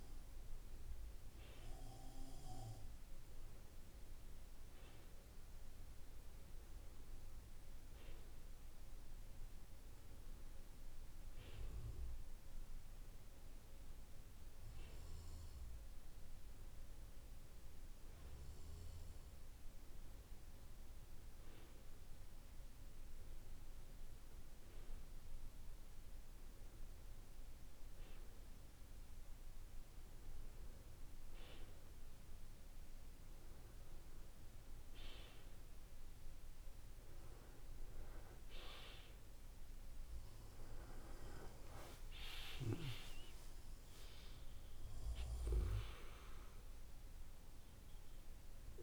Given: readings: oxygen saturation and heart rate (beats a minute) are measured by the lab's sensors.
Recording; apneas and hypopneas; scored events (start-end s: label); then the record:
breathing in sleep by a room microphone; none
41.00-45.00 s: arousal
From the record:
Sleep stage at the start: REM sleep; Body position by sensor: on the back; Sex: male